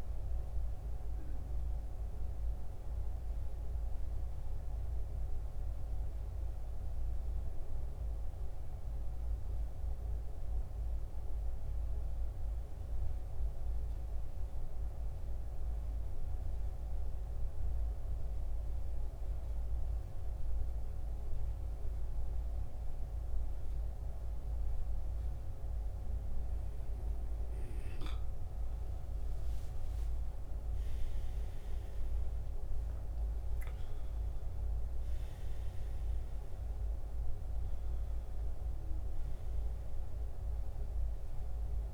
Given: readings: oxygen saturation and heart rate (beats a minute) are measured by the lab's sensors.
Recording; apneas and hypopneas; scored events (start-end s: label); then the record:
breathing in sleep, hard to hear, by a room microphone; 1
0.00-18.50 s: oxygen desaturation (device-marked, oxygen 88% lowest, heart rate 65 extreme)
8.00-25.00 s: central apnea (oxygen 93% before, 87% lowest, heart rate 75 before, 65 extreme, up 9 after)
29.50-32.50 s: arousal
34.50-41.94 s: oxygen desaturation (device-marked, oxygen 95% before, 89% lowest, heart rate 67 before, 62 extreme)
From the record:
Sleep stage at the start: N2 (light sleep); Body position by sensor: on the back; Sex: male